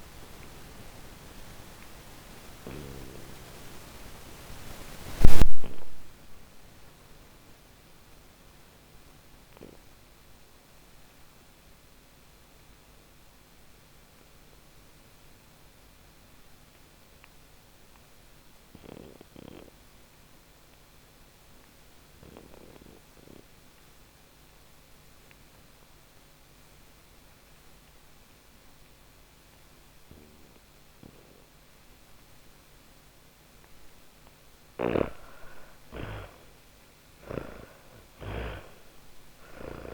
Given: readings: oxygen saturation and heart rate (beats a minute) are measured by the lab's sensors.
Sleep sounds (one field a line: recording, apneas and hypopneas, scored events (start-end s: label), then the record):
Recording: breathing in sleep by a microphone on the trachea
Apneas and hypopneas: 1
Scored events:
0.00-7.50 s: oxygen desaturation (device-marked, oxygen 89% lowest, heart rate 48 extreme)
1.50-39.94 s: new sleep stage, N2 (light sleep)
2.00-32.50 s: hypopnea (oxygen 99% before, 85% lowest, heart rate 65 before, 48 extreme, up 37 after)
22.50-39.94 s: oxygen desaturation (device-marked, oxygen 99% before, 85% lowest, heart rate 66 before, 53 extreme)
36.50-39.94 s: arousal
From the record:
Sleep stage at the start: N1 (lightest sleep)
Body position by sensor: on the back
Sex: female